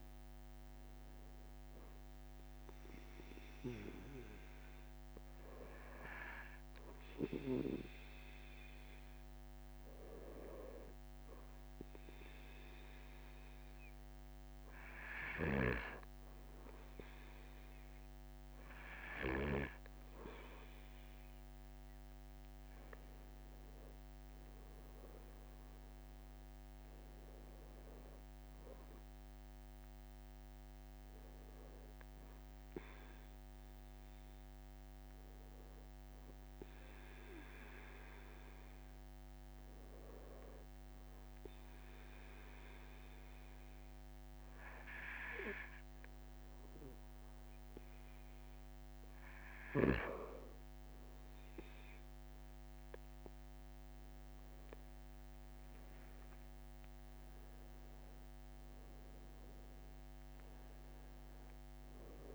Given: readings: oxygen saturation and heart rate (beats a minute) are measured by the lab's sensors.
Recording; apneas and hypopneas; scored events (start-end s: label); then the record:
breathing in sleep by a microphone on the trachea; none
47.50-49.50 s: long interval between heartbeats (device-marked)
55.00-60.50 s: arousal
57.00-59.00 s: long interval between heartbeats (device-marked)
From the record:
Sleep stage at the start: N2 (light sleep); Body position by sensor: on the right side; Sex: male